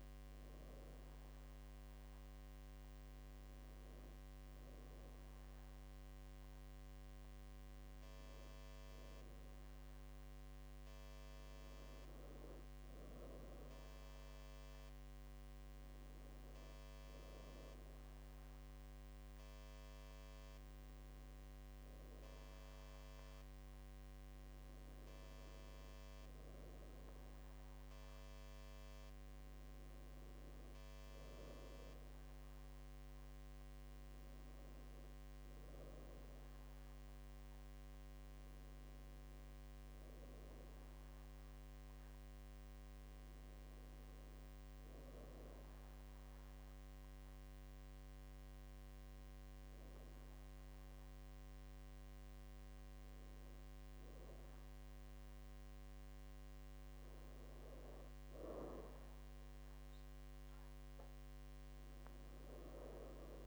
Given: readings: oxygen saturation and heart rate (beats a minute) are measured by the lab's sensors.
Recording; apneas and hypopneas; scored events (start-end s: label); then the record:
breathing in sleep, hard to hear, by a microphone on the trachea; none
48.00-63.47 s: new sleep stage, awake
From the record:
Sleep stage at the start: N1 (lightest sleep); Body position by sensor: on the back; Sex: female